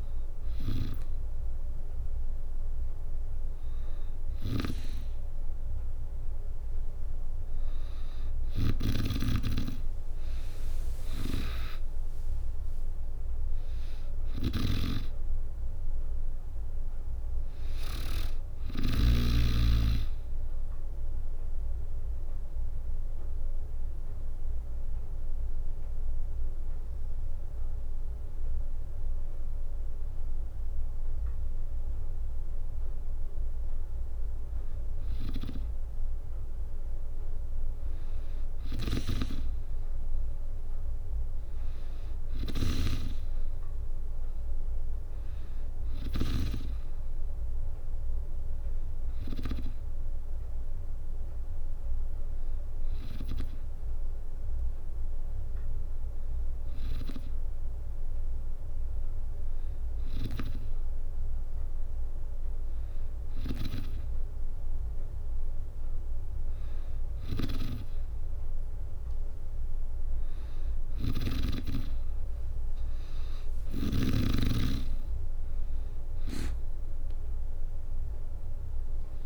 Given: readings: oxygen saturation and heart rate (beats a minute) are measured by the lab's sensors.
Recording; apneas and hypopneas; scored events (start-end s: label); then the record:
breathing in sleep by a room microphone; 1
3.50-8.50 s: snoring (device-marked)
8.50-11.50 s: arousal
10.50-18.50 s: snoring (device-marked)
10.50-29.50 s: drop in pulse transit time (device-marked, heart rate 67 before, 61 extreme)
20.00-32.50 s: hypopnea (oxygen 96% before, 93% lowest, heart rate 69 before, 61 extreme, up 3 after)
38.00-41.00 s: arousal
38.00-46.00 s: snoring (device-marked)
45.50-53.50 s: oxygen desaturation (device-marked, oxygen 97% before, 93% lowest, heart rate 63 before, 64 extreme)
66.50-71.00 s: snoring (device-marked)
70.00-74.00 s: arousal
From the record:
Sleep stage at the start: N2 (light sleep); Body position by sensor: on the back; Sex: female